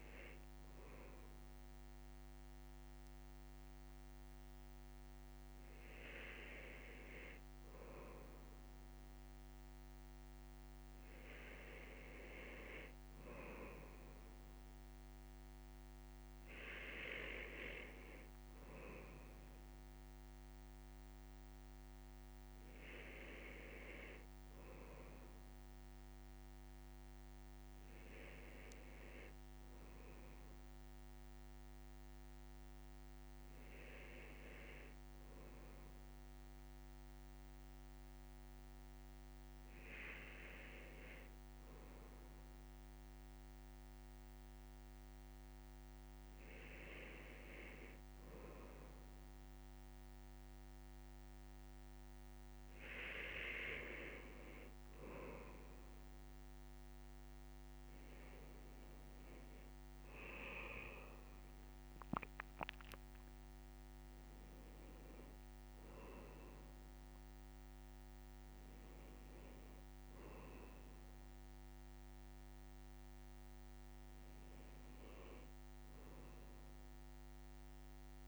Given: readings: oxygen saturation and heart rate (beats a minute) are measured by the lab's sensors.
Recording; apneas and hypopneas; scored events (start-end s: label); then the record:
breathing in sleep by a microphone on the trachea; none
none scored
From the record:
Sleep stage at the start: N1 (lightest sleep); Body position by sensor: on the left side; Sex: male